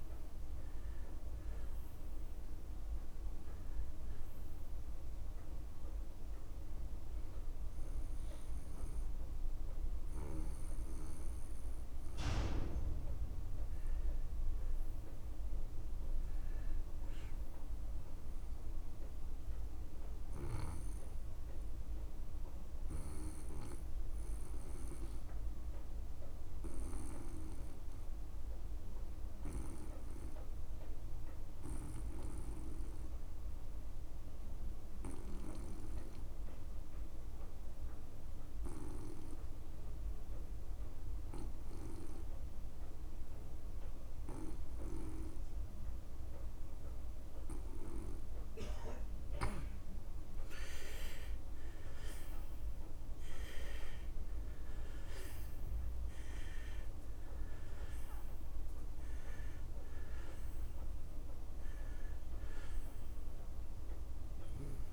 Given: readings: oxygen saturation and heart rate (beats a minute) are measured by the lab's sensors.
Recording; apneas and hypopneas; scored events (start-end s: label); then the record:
breathing in sleep by a room microphone; 2
0.00-17.50 s: oxygen desaturation (device-marked, oxygen 79% lowest)
3.50-13.50 s: obstructive apnea (oxygen 95% before, 79% lowest)
15.00-17.50 s: arousal
20.50-48.50 s: obstructive apnea (oxygen 99% before, 80% lowest)
37.50-64.93 s: oxygen desaturation (device-marked, oxygen 99% before, 80% lowest)
51.00-55.00 s: arousal
From the record:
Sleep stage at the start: N2 (light sleep); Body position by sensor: on the back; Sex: male